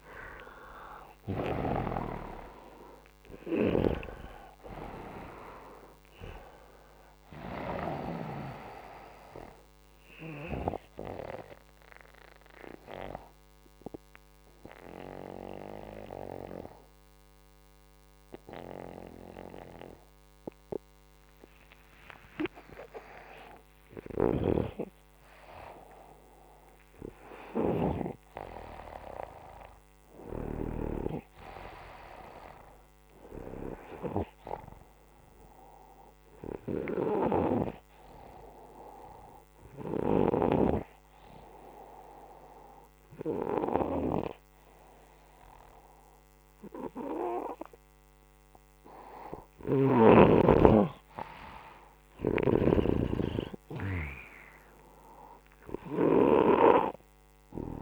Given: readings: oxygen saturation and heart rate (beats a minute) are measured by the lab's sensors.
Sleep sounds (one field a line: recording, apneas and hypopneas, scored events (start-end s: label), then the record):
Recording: breathing in sleep by a microphone on the trachea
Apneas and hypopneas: 2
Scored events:
0.00-22.50 s: oxygen desaturation (device-marked, oxygen 92% lowest, heart rate 64 extreme)
10.50-22.00 s: obstructive apnea (oxygen 99% before, 92% lowest, heart rate 76 before, 64 extreme, up 18 after)
23.00-27.00 s: arousal
36.50-47.50 s: hypopnea (oxygen 98% before, 91% lowest, heart rate 71 before, 63 extreme, up 9 after)
43.50-57.82 s: oxygen desaturation (device-marked, oxygen 98% before, 93% lowest, heart rate 69 before, 63 extreme)
49.50-54.00 s: arousal
From the record:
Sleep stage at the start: N2 (light sleep)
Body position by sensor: upright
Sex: male